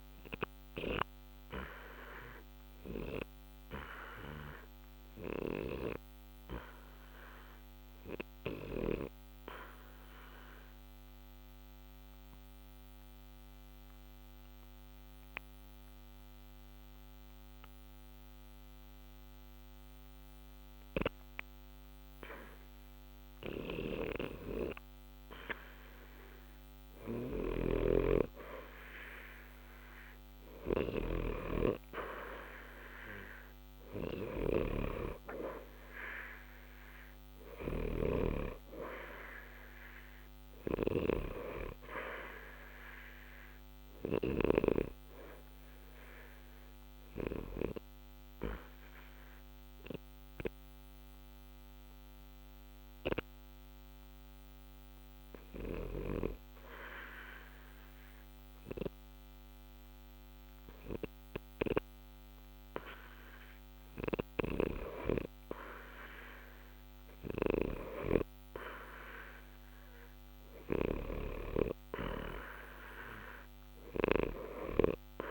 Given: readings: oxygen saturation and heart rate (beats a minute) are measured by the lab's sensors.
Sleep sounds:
breathing in sleep by a microphone on the trachea; 2
0.00-24.00 s: oxygen desaturation (device-marked, oxygen 85% lowest, heart rate 60 extreme)
0.50-24.00 s: obstructive apnea (oxygen 94% before, 82% lowest, heart rate 60 before, 60 extreme, up 0 after)
25.50-29.50 s: arousal
44.00-63.50 s: obstructive apnea (oxygen 90% before, 82% lowest, heart rate 60 before, 60 extreme, up 0 after)
45.00-70.00 s: oxygen desaturation (device-marked, oxygen 89% before, 82% lowest, heart rate 60 before, 60 extreme)
69.50-73.50 s: arousal
From the record:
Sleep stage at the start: N2 (light sleep); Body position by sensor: on the back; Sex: male

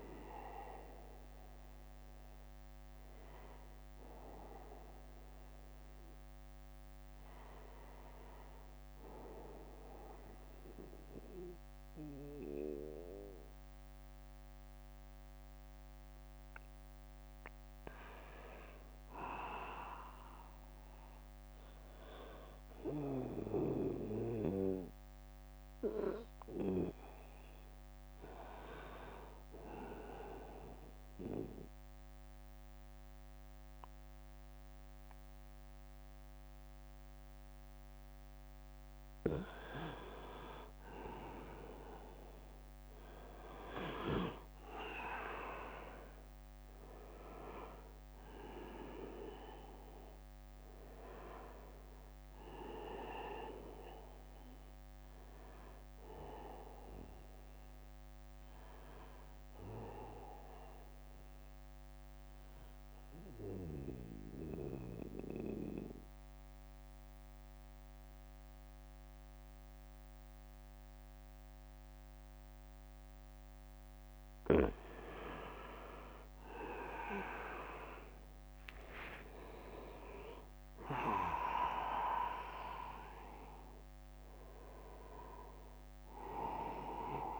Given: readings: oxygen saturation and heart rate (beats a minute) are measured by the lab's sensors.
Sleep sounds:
breathing in sleep by a microphone on the trachea; 3
0.00-11.00 s: oxygen desaturation (device-marked, oxygen 91% lowest, heart rate 68 extreme)
5.50-7.50 s: arousal
8.50-18.50 s: mixed apnea (oxygen 98% before, 93% lowest, heart rate 77 before, 70 extreme, up 14 after)
12.00-14.00 s: long interval between heartbeats (device-marked, heart rate 76 before, 78 extreme)
21.50-24.00 s: arousal
29.00-39.00 s: obstructive apnea (oxygen 99% before, 93% lowest, heart rate 80 before, 72 extreme, up 14 after)
34.00-68.00 s: oxygen desaturation (device-marked, oxygen 99% before, 93% lowest, heart rate 79 before, 69 extreme)
34.50-36.50 s: long interval between heartbeats (device-marked, heart rate 79 before, 72 extreme)
45.00-49.00 s: arousal
47.00-61.00 s: drop in pulse transit time (device-marked, heart rate 77 before, 75 extreme)
60.50-73.00 s: obstructive apnea (oxygen 98% before, 92% lowest, heart rate 81 before, 69 extreme, up 11 after)
78.00-82.50 s: arousal
81.00-87.40 s: drop in pulse transit time (device-marked, heart rate 76 before, 74 extreme)
81.50-83.50 s: long interval between heartbeats (device-marked, heart rate 76 before, 86 extreme)
85.00-87.40 s: oxygen desaturation (device-marked, oxygen 99% before, 92% lowest, heart rate 78 before, 60 extreme)
From the record:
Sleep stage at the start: N2 (light sleep); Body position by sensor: on the back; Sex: male

